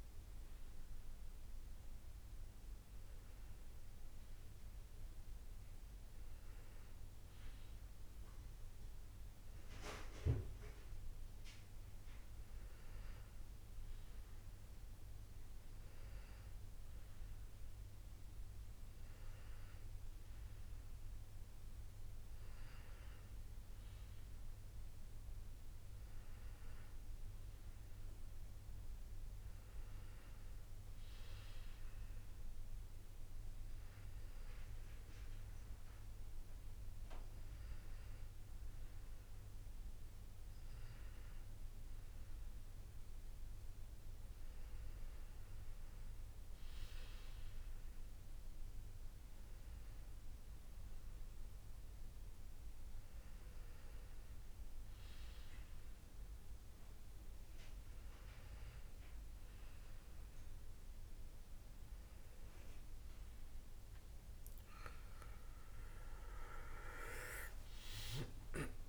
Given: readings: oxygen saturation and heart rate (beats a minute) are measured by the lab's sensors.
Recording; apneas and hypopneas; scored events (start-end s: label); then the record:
breathing in sleep by a room microphone; none
58.00-68.89 s: new sleep stage, awake
From the record:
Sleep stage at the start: N2 (light sleep); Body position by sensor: on the back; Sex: male